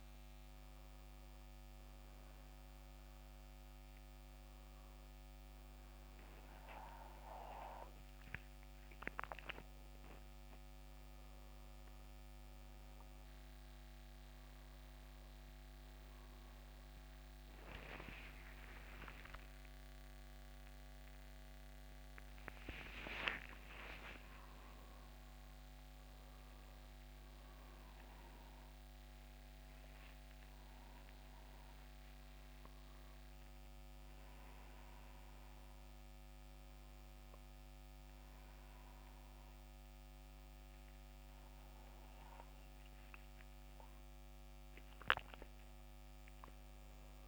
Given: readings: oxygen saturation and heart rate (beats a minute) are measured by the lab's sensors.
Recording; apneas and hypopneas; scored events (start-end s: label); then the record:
a person awake in a sleep study, by a microphone on the trachea; none
none scored
From the record:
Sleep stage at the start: awake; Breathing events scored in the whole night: 210 in 3.7 hours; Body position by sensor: on the back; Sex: male